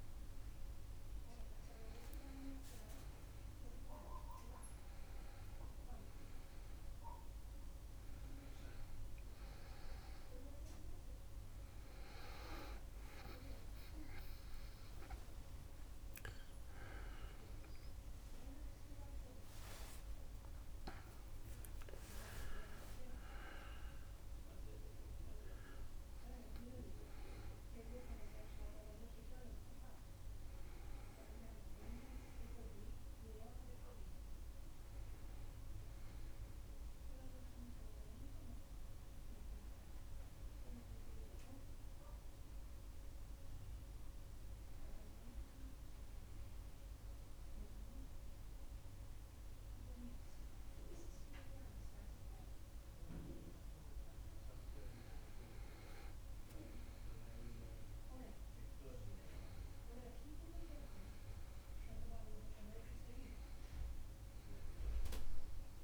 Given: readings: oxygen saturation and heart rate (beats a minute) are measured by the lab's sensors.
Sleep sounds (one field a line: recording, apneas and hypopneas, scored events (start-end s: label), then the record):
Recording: a person awake in a sleep study, by a room microphone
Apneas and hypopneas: none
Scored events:
2.50-4.50 s: long interval between heartbeats (device-marked, heart rate 94 before, 78 extreme)
20.50-22.50 s: long interval between heartbeats (device-marked, heart rate 76 before, 105 extreme)
22.50-24.50 s: long interval between heartbeats (device-marked, heart rate 79 before, 119 extreme)
37.00-65.84 s: new sleep stage, N1 (lightest sleep)
56.50-58.50 s: long interval between heartbeats (device-marked, heart rate 65 before, 86 extreme)
57.00-65.84 s: oxygen desaturation (device-marked, oxygen 97% before, 93% lowest, heart rate 66 before, 68 extreme)
64.00-65.84 s: long interval between heartbeats (device-marked, heart rate 74 before, 89 extreme)
From the record:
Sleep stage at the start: awake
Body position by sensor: on the back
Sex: male